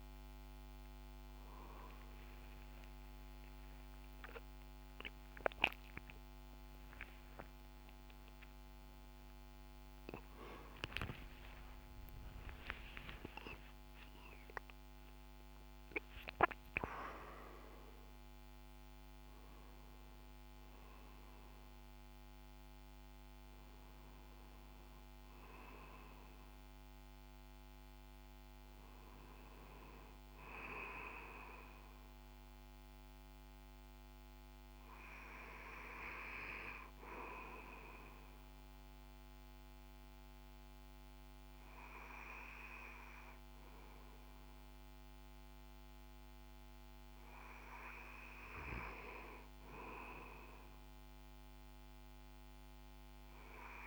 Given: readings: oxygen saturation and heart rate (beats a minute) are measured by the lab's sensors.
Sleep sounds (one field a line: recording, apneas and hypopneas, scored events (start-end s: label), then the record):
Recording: breathing in sleep by a microphone on the trachea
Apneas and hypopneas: none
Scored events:
3.50-10.00 s: arousal
From the record:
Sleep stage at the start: REM sleep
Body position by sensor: on the back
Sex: male